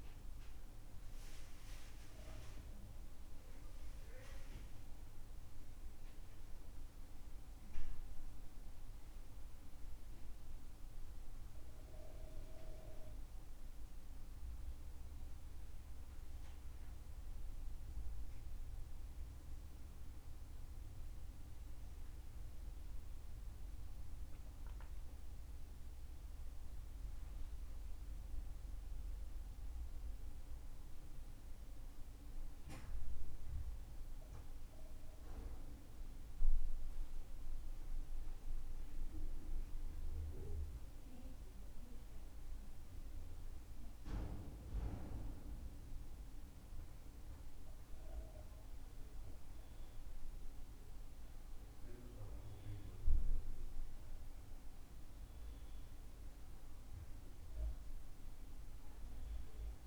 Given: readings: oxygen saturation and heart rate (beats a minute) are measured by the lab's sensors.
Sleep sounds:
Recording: breathing in sleep by a room microphone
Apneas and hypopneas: none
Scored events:
none scored
From the record:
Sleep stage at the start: N2 (light sleep)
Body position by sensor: on the back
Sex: male

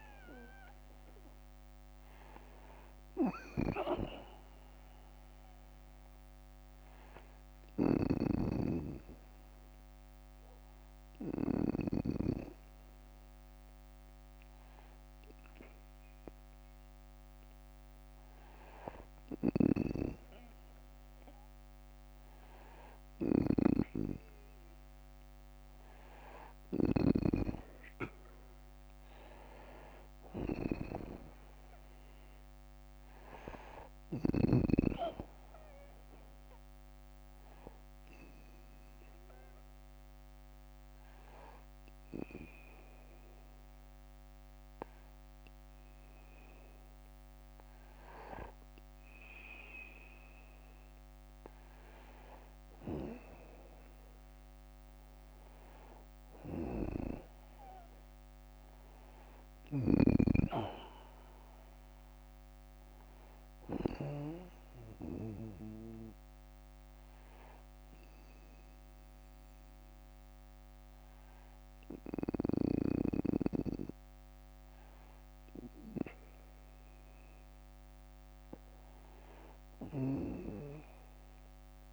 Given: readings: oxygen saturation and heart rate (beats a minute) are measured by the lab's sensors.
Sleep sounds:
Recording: breathing in sleep by a microphone on the trachea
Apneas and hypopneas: 3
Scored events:
5.00-21.00 s: hypopnea (oxygen 98% before, 93% lowest, heart rate 64 before, 62 extreme, up 1 after)
7.00-11.00 s: snoring (device-marked)
18.50-26.50 s: snoring (device-marked)
23.50-27.50 s: arousal
37.00-50.00 s: hypopnea (oxygen 97% before, 95% lowest, heart rate 63 before, 59 extreme, up 5 after)
53.50-58.00 s: arousal
56.00-63.50 s: snoring (device-marked)
66.50-77.50 s: obstructive apnea (oxygen 96% before, 92% lowest, heart rate 64 before, 56 extreme, up 7 after)
79.00-81.93 s: snoring (device-marked)
79.50-81.93 s: arousal
From the record:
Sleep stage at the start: N2 (light sleep)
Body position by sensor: on the back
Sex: male

